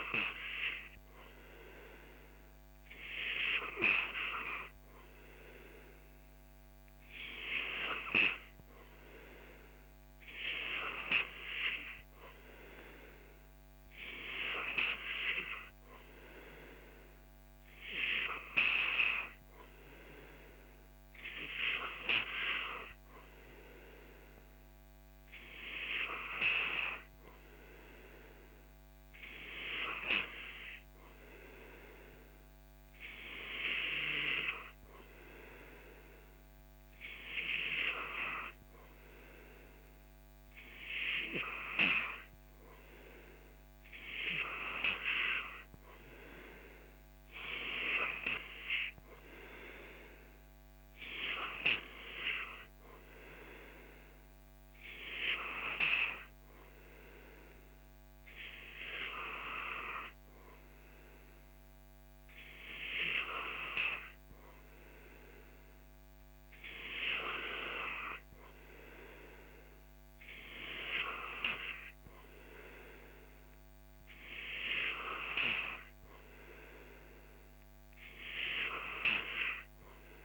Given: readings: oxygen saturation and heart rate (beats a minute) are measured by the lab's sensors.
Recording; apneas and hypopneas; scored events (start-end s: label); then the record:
breathing in sleep by a microphone on the trachea; none
none scored
From the record:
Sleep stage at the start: N2 (light sleep); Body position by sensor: on the back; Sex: male